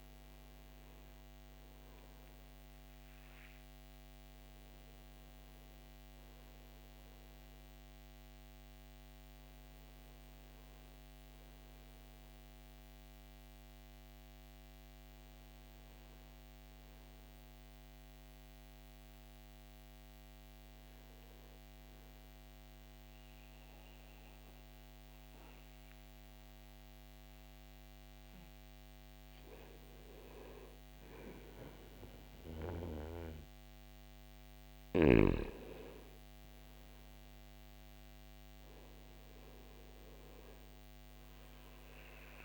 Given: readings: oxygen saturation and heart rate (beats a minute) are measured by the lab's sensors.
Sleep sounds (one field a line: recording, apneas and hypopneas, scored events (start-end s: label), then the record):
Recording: breathing in sleep by a microphone on the trachea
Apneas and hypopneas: 1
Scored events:
0.00-15.00 s: oxygen desaturation (device-marked, oxygen 92% lowest, heart rate 64 extreme)
14.50-29.00 s: hypopnea (oxygen 95% before, 91% lowest, heart rate 68 before, 64 extreme, up 1 after)
31.00-36.50 s: arousal
40.00-42.45 s: oxygen desaturation (device-marked, oxygen 96% before, 91% lowest, heart rate 66 before, 64 extreme)
From the record:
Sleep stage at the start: N1 (lightest sleep)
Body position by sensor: on the back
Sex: male